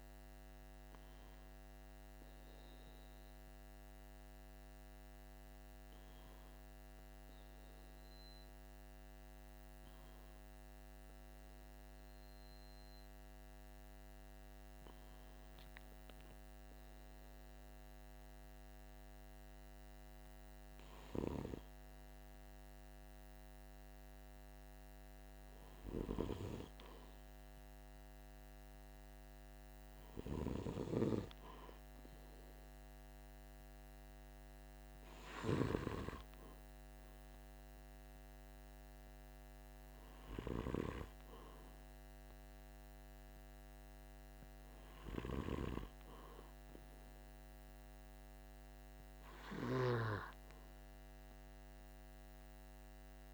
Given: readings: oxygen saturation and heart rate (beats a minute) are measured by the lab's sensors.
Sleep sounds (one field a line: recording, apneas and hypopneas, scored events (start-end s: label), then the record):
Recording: breathing in sleep by a microphone on the trachea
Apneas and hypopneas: 1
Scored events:
3.50-21.50 s: hypopnea (oxygen 96% before, 95% lowest, heart rate 49 before, 46 extreme, up 0 after)
24.50-27.50 s: arousal
From the record:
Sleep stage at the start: N2 (light sleep)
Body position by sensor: on the back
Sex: male